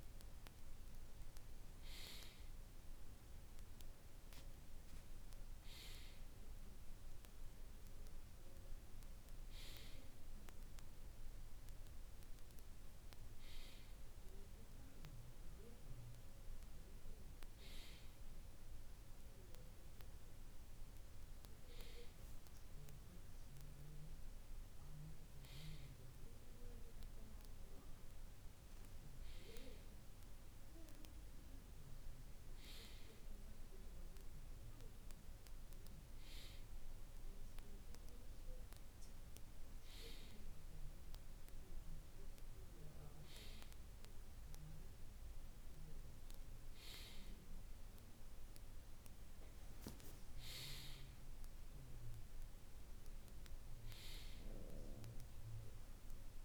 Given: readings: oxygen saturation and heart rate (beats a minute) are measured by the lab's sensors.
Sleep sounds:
breathing in sleep by a room microphone; none
8.50-56.45 s: new sleep stage, N2 (light sleep)
From the record:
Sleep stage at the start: N1 (lightest sleep); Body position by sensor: on the right side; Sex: male

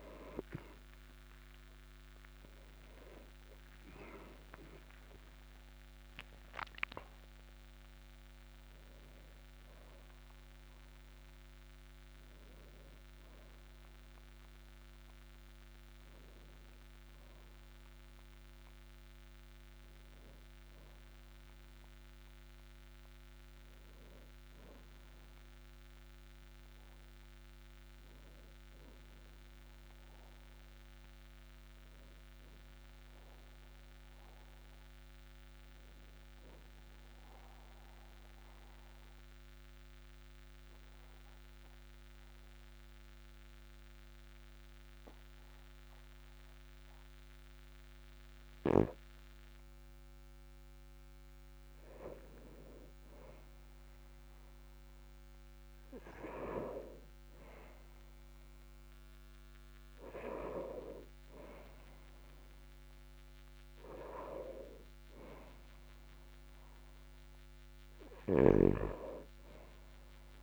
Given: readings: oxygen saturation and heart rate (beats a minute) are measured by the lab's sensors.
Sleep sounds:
breathing in sleep by a microphone on the trachea; 1
0.00-28.00 s: oxygen desaturation (device-marked, oxygen 89% lowest, heart rate 44 extreme)
18.00-70.43 s: new sleep stage, N2 (light sleep)
32.50-36.00 s: arousal
38.00-49.50 s: obstructive apnea (oxygen 100% before, 97% lowest, heart rate 51 before, 44 extreme, up 2 after)
53.00-56.00 s: arousal
From the record:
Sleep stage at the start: N1 (lightest sleep); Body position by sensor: on the back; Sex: male

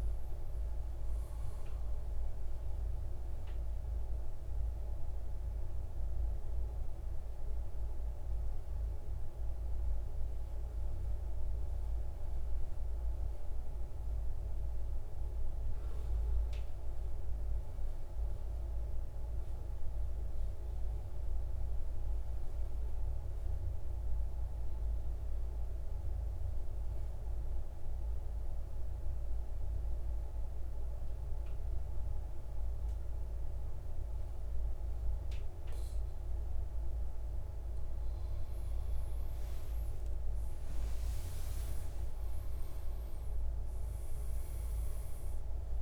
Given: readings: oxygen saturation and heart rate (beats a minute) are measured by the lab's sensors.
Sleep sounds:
breathing in sleep, hard to hear, by a room microphone; 1
0.00-5.00 s: oxygen desaturation (device-marked, oxygen 89% lowest, heart rate 60 extreme)
1.50-37.00 s: mixed apnea (oxygen 96% before, 89% lowest, heart rate 121 before, 60 extreme, up 16 after)
30.00-45.82 s: oxygen desaturation (device-marked, oxygen 99% before, 91% lowest, heart rate 64 before, 60 extreme)
40.00-44.00 s: arousal
From the record:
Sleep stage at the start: N2 (light sleep); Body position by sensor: on the right side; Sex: male

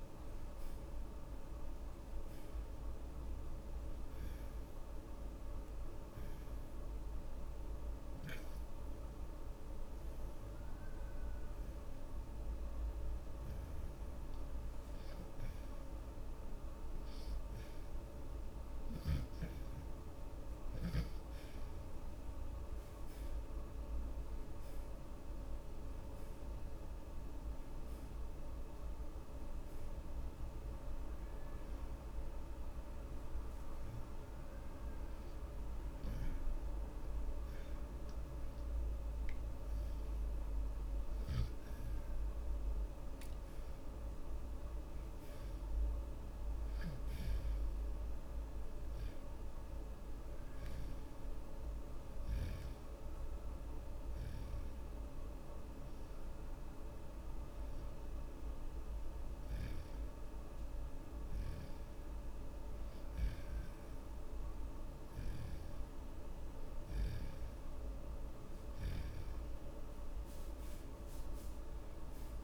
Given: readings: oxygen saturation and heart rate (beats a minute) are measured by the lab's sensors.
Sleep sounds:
breathing in sleep, hard to hear, by a room microphone; 3
1.50-11.50 s: oxygen desaturation (device-marked, oxygen 78% before, 75% lowest)
6.00-20.00 s: hypopnea (oxygen 80% before, 74% lowest)
22.50-26.00 s: arousal
25.50-44.50 s: oxygen desaturation (device-marked, oxygen 83% before, 74% lowest)
33.00-43.50 s: hypopnea (oxygen 83% before, 74% lowest)
45.00-48.00 s: arousal
53.50-67.50 s: oxygen desaturation (device-marked, oxygen 84% before, 75% lowest)
54.50-65.00 s: hypopnea (oxygen 84% before, 75% lowest)
70.00-72.43 s: arousal
From the record:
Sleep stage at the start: N2 (light sleep); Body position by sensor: on the back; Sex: male

